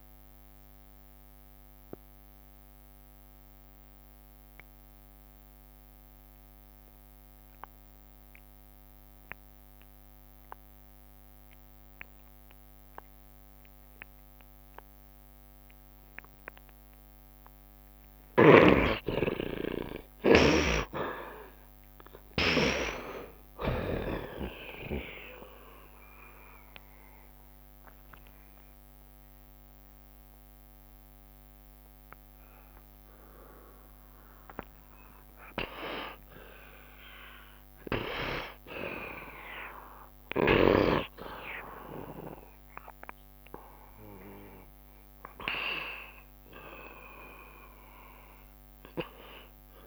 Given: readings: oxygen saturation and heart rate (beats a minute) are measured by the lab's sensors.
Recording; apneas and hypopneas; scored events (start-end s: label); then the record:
breathing in sleep by a microphone on the trachea; 1
0.00-11.50 s: oxygen desaturation (device-marked, oxygen 48% lowest)
0.50-18.00 s: mixed apnea (oxygen 87% before, 48% lowest)
3.50-15.50 s: bradycardia (device-marked, heart rate 78 before, 38 extreme)
4.50-6.50 s: long interval between heartbeats (device-marked, heart rate 80 before, 73 extreme)
7.50-9.50 s: long interval between heartbeats (device-marked, heart rate 78 before, 48 extreme)
10.00-12.00 s: long interval between heartbeats (device-marked, heart rate 76 before, 48 extreme)
13.50-45.50 s: oxygen desaturation (device-marked, oxygen 82% before, 52% lowest)
17.50-19.50 s: long interval between heartbeats (device-marked, heart rate 59 before, 44 extreme)
19.00-23.50 s: arousal
20.50-22.50 s: long interval between heartbeats (device-marked, heart rate 55 before, 71 extreme)
22.50-49.87 s: new sleep stage, N1 (lightest sleep)
23.50-25.50 s: long interval between heartbeats (device-marked, heart rate 55 before, 67 extreme)
24.50-37.50 s: bradycardia (device-marked)
33.00-35.00 s: long interval between heartbeats (device-marked, heart rate 48 before, 26 extreme)
38.50-40.50 s: long interval between heartbeats (device-marked, heart rate 44 before, 38 extreme)
41.00-43.00 s: long interval between heartbeats (device-marked, heart rate 43 before, 62 extreme)
42.50-49.87 s: bradycardia (device-marked)
46.00-48.00 s: long interval between heartbeats (device-marked, heart rate 42 before, 50 extreme)
47.50-49.87 s: arousal
47.50-49.87 s: oxygen desaturation (device-marked, oxygen 82% before, 59% lowest)
From the record:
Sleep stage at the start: N2 (light sleep); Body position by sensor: on the right side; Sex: male